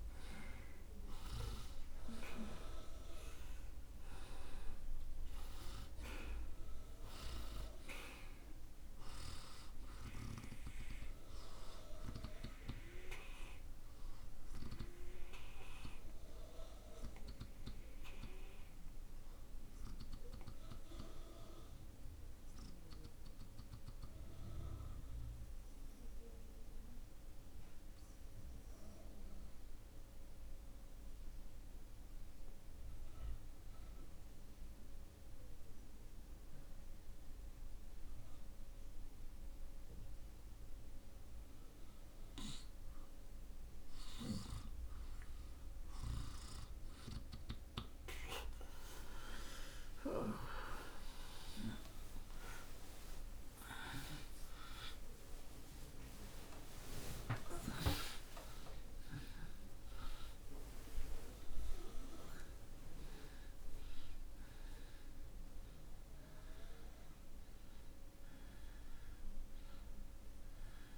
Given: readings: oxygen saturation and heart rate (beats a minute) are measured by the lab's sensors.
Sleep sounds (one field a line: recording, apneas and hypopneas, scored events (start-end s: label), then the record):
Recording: a person partly awake in a sleep study, by a room microphone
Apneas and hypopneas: 1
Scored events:
0.00-1.50 s: arousal
1.00-33.00 s: oxygen desaturation (device-marked, oxygen 95% before, 80% lowest)
19.50-42.00 s: obstructive apnea (oxygen 95% before, 80% lowest)
50.00-70.98 s: new sleep stage, awake
68.00-70.98 s: oxygen desaturation (device-marked, oxygen 92% before, 84% lowest)
From the record:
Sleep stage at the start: N2 (light sleep)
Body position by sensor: on the right side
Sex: male